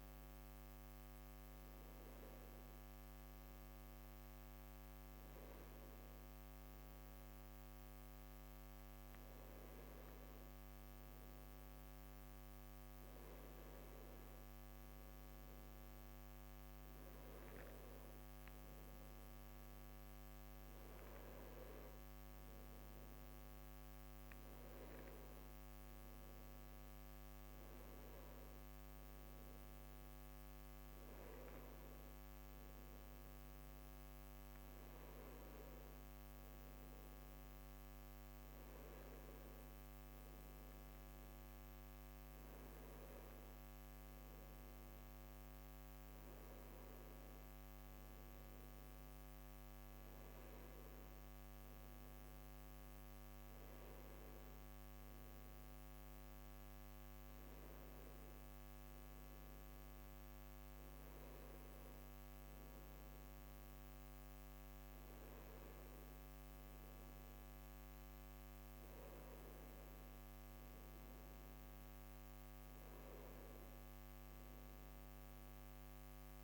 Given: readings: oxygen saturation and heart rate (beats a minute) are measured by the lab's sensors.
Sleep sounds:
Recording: breathing in sleep, hard to hear, by a microphone on the trachea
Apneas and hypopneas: none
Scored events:
none scored
From the record:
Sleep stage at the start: N1 (lightest sleep)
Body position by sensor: on the right side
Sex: male

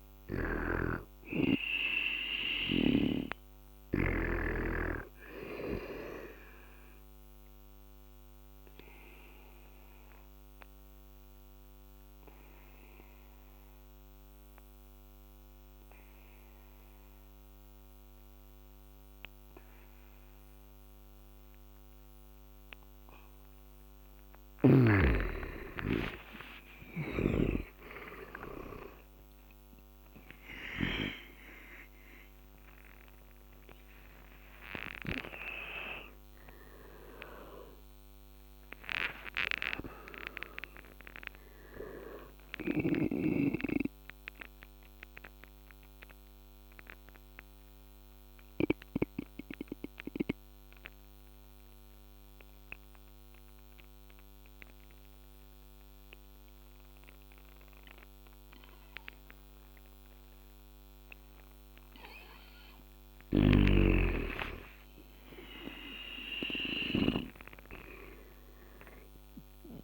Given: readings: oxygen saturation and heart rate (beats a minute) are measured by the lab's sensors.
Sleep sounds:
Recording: breathing in sleep by a microphone on the trachea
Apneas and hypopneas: 2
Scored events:
0.00-22.00 s: oxygen desaturation (device-marked, oxygen 98% before, 84% lowest, heart rate 72 before, 72 extreme)
7.00-22.50 s: obstructive apnea (oxygen 98% before, 84% lowest, heart rate 75 before, 72 extreme, up 9 after)
25.00-30.50 s: arousal
35.00-61.00 s: oxygen desaturation (device-marked, oxygen 98% before, 85% lowest, heart rate 76 before, 71 extreme)
42.00-48.50 s: snoring (device-marked)
43.00-61.00 s: obstructive apnea (oxygen 99% before, 85% lowest, heart rate 80 before, 71 extreme, up 8 after)
63.00-69.84 s: snoring (device-marked)
63.50-68.00 s: arousal
From the record:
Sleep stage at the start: N2 (light sleep)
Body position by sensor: on the back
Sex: male

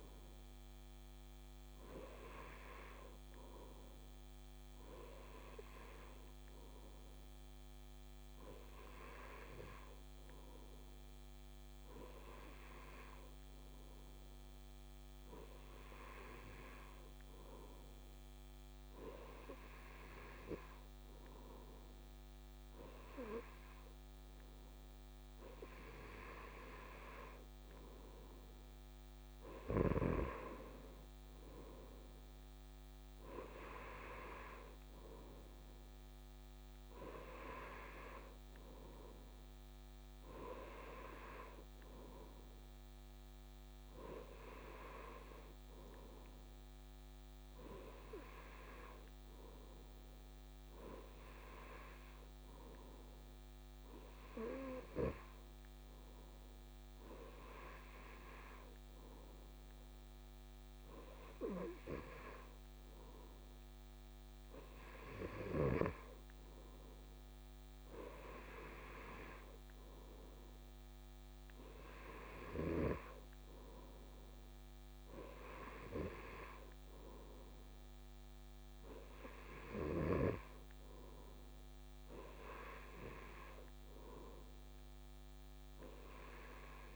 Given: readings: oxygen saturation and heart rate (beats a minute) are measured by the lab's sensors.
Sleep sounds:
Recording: breathing in sleep by a microphone on the trachea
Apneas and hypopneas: none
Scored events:
none scored
From the record:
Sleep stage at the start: N2 (light sleep)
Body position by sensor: on the right side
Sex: male

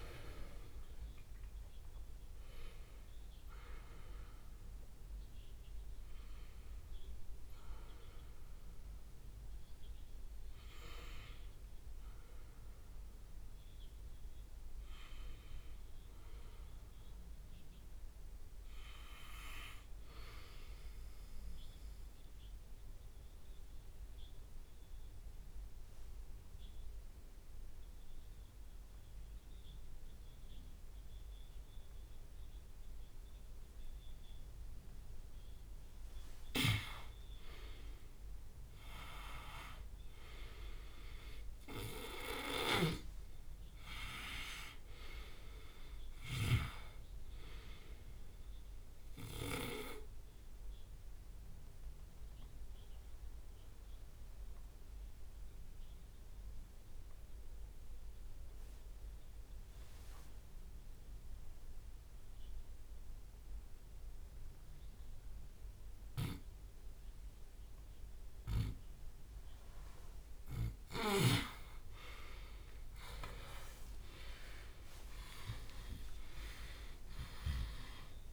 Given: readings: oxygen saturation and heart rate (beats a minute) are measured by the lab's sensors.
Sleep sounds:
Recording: breathing in sleep by a room microphone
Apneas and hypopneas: 2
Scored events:
0.00-1.00 s: tachycardia (device-marked, heart rate 144 extreme)
0.00-4.00 s: drop in pulse transit time (device-marked, heart rate 101 extreme)
2.00-4.00 s: long interval between heartbeats (device-marked, heart rate 125 before, 101 extreme)
4.00-6.00 s: long interval between heartbeats (device-marked, heart rate 125 before, 78 extreme)
6.50-8.50 s: long interval between heartbeats (device-marked, heart rate 121 before, 85 extreme)
8.00-11.00 s: tachycardia (device-marked, heart rate 72 before, 106 extreme)
11.50-13.50 s: long interval between heartbeats (device-marked, heart rate 113 before, 101 extreme)
13.50-17.50 s: arousal
16.00-18.00 s: long interval between heartbeats (device-marked, heart rate 106 before, 98 extreme)
17.00-20.00 s: tachycardia (device-marked, heart rate 72 before, 103 extreme)
17.00-30.00 s: oxygen desaturation (device-marked, oxygen 97% before, 60% lowest, heart rate 104 before, 59 extreme)
19.50-21.50 s: long interval between heartbeats (device-marked, heart rate 101 before, 94 extreme)
21.50-35.50 s: mixed apnea (oxygen 97% before, 60% lowest, heart rate 98 before, 57 extreme, up 58 after)
22.00-24.00 s: long interval between heartbeats (device-marked, heart rate 98 before, 96 extreme)
31.00-48.00 s: drop in pulse transit time (device-marked, heart rate 92 before, 59 extreme)
33.00-37.00 s: tachycardia (device-marked, heart rate 71 before, 104 extreme)
34.50-36.50 s: long interval between heartbeats (device-marked, heart rate 86 before, 83 extreme)
36.50-42.00 s: arousal
38.00-40.00 s: long interval between heartbeats (device-marked, heart rate 86 before, 115 extreme)
43.00-46.00 s: tachycardia (device-marked, heart rate 71 before, 97 extreme)
43.50-45.50 s: long interval between heartbeats (device-marked, heart rate 85 before, 85 extreme)
45.50-47.50 s: long interval between heartbeats (device-marked, heart rate 85 before, 97 extreme)
48.00-61.00 s: oxygen desaturation (device-marked, oxygen 98% before, 89% lowest, heart rate 87 before, 57 extreme)
48.00-69.50 s: obstructive apnea (oxygen 99% before, 86% lowest)
62.00-64.00 s: long interval between heartbeats (device-marked, heart rate 75 before, 67 extreme)
65.00-78.33 s: drop in pulse transit time (device-marked, heart rate 72 before, 58 extreme)
66.00-71.50 s: snoring (device-marked)
71.50-73.50 s: long interval between heartbeats (device-marked, heart rate 63 before, 66 extreme)
71.50-76.50 s: arousal
73.00-78.33 s: tachycardia (device-marked, heart rate 70 before, 114 extreme)
74.00-76.00 s: long interval between heartbeats (device-marked, heart rate 64 before, 88 extreme)
76.50-78.33 s: long interval between heartbeats (device-marked, heart rate 67 before, 114 extreme)
From the record:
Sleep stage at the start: N1 (lightest sleep)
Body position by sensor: on the left side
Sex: male

